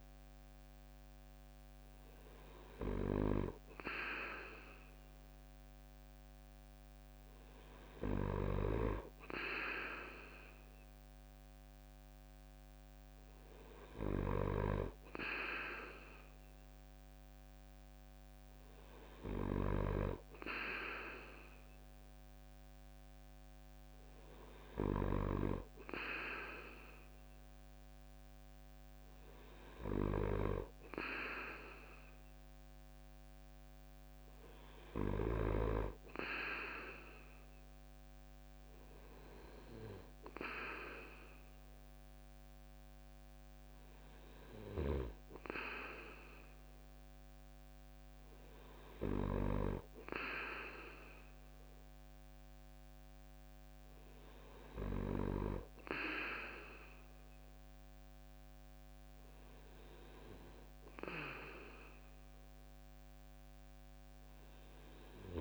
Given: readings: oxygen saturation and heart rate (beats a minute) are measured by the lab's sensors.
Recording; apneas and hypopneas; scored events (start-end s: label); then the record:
breathing in sleep by a microphone on the trachea; none
none scored
From the record:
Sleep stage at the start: N2 (light sleep); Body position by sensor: on the right side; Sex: male